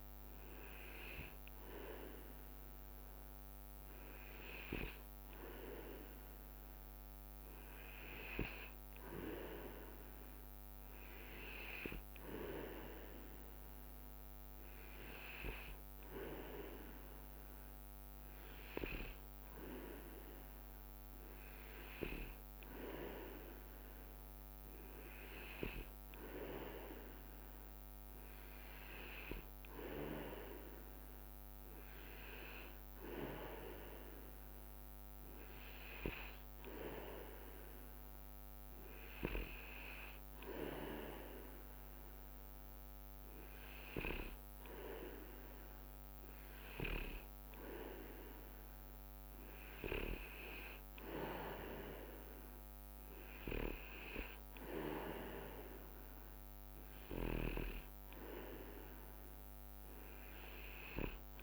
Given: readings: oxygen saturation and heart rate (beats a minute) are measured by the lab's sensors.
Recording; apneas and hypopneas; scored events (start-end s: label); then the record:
breathing in sleep by a microphone on the trachea; none
51.00-52.50 s: leg movement (device-marked)
From the record:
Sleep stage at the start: N2 (light sleep); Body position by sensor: on the back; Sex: male